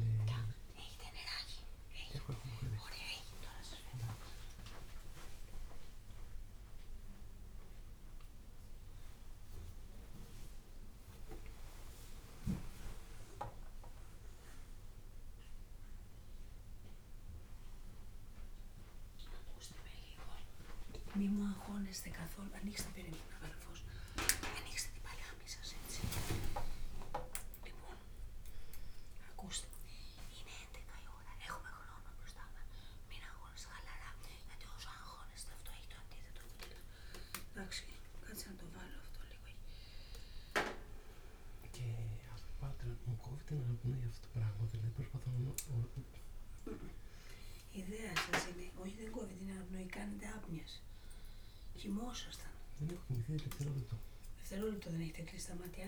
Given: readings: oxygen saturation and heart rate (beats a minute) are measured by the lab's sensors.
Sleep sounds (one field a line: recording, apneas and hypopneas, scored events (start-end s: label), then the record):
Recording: a person awake in a sleep study, by a room microphone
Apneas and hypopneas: none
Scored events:
none scored
From the record:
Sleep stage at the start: awake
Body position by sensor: on the right side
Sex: male